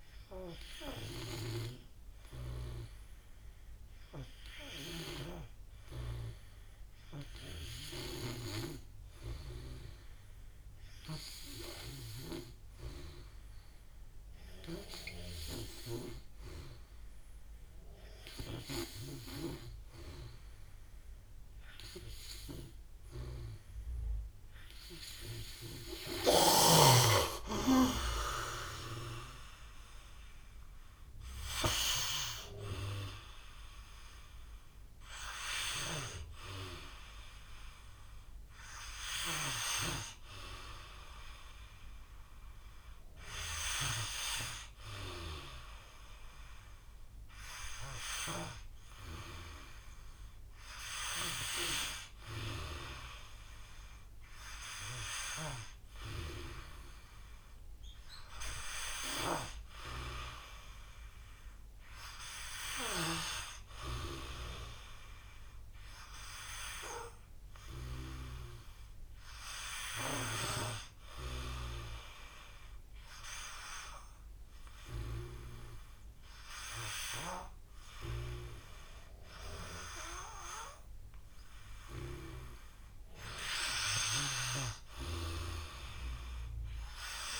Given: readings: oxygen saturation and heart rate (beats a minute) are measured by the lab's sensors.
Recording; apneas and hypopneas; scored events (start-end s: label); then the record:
breathing in sleep by a room microphone; 1
0.50-8.00 s: snoring (device-marked)
27.50-39.50 s: drop in pulse transit time (device-marked, heart rate 58 before, 48 extreme)
64.50-67.50 s: arousal
71.00-83.00 s: obstructive apnea (oxygen 99% before, 93% lowest, heart rate 54 before, 52 extreme, up 1 after)
86.00-87.40 s: arousal
From the record:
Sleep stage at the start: N3 (deep sleep); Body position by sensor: on the back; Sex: male